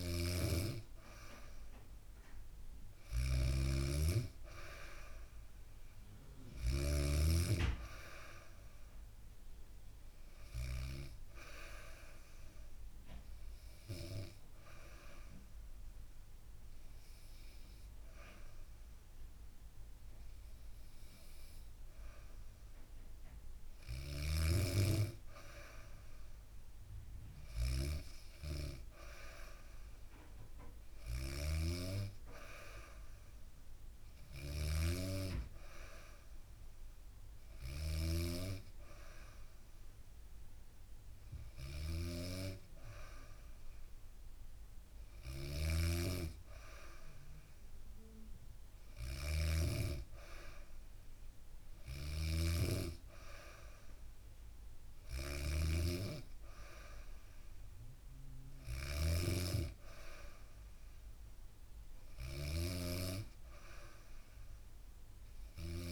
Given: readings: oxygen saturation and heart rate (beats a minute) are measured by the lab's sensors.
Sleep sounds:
breathing in sleep by a room microphone; none
0.00-6.50 s: snoring (device-marked)
30.50-49.00 s: snoring (device-marked)
51.00-65.92 s: snoring (device-marked)
From the record:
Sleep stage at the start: N2 (light sleep); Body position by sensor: on the back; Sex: female

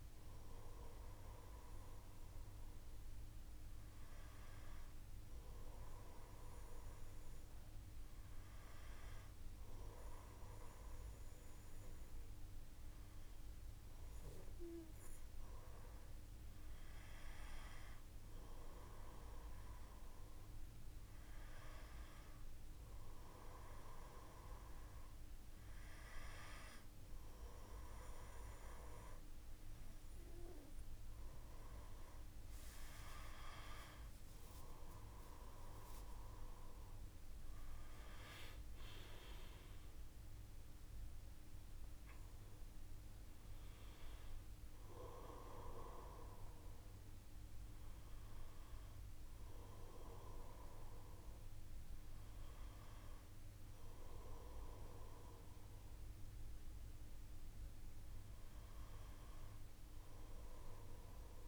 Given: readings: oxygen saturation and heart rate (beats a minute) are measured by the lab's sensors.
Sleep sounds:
breathing in sleep by a room microphone; none
37.00-41.00 s: arousal
From the record:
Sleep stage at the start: N1 (lightest sleep); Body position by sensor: on the back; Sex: male

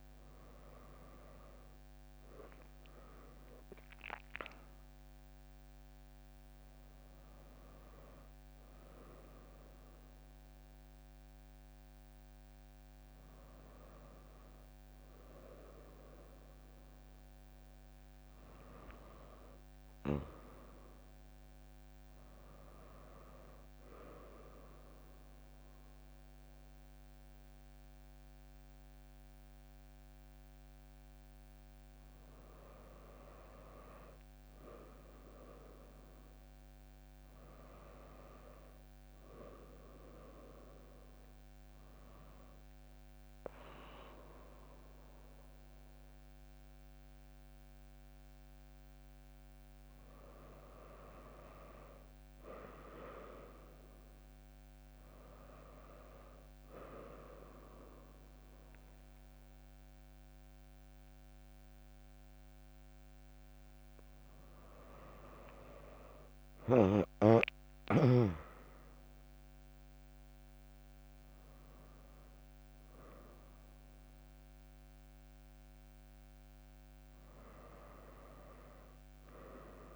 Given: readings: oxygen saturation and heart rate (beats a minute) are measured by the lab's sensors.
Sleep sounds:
breathing in sleep by a microphone on the trachea; none
44.00-53.00 s: drop in pulse transit time (device-marked, heart rate 85 before, 86 extreme)
From the record:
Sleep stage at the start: N1 (lightest sleep); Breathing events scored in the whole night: 409 in 4.5 hours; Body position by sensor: on the back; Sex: female

